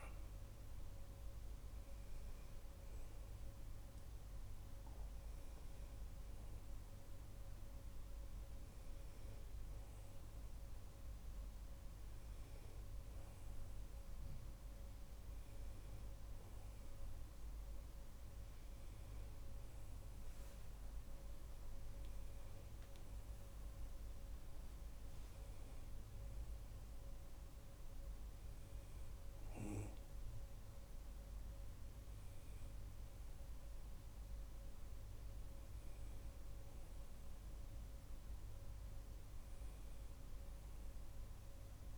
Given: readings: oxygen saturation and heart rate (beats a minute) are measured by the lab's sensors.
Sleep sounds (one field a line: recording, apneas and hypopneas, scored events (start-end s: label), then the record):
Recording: a person partly awake in a sleep study, hard to hear, by a room microphone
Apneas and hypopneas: none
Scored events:
17.50-41.98 s: new sleep stage, N1 (lightest sleep)
From the record:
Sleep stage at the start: awake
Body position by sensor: on the back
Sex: male